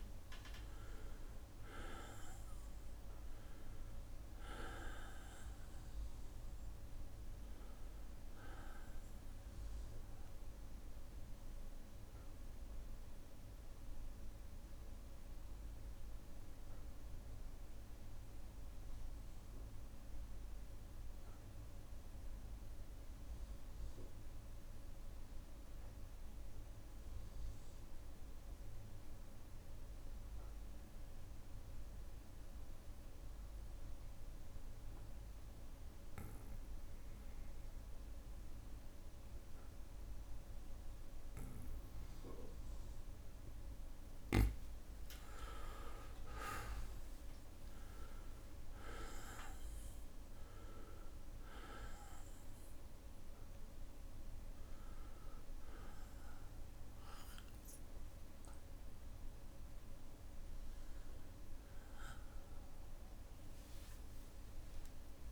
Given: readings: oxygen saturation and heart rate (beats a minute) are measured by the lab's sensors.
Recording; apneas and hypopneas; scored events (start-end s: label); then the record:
breathing in sleep by a room microphone; 1
0.00-3.50 s: arousal
0.00-24.50 s: oxygen desaturation (device-marked, oxygen 92% lowest, heart rate 56 extreme)
8.50-36.50 s: bradycardia (device-marked, heart rate 56 before, 56 extreme)
11.00-44.00 s: obstructive apnea (oxygen 99% before, 92% lowest, heart rate 64 before, 56 extreme, up 4 after)
39.50-65.32 s: oxygen desaturation (device-marked, oxygen 99% before, 92% lowest, heart rate 57 before, 58 extreme)
45.50-49.50 s: arousal
From the record:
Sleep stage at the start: N2 (light sleep); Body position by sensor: on the back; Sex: male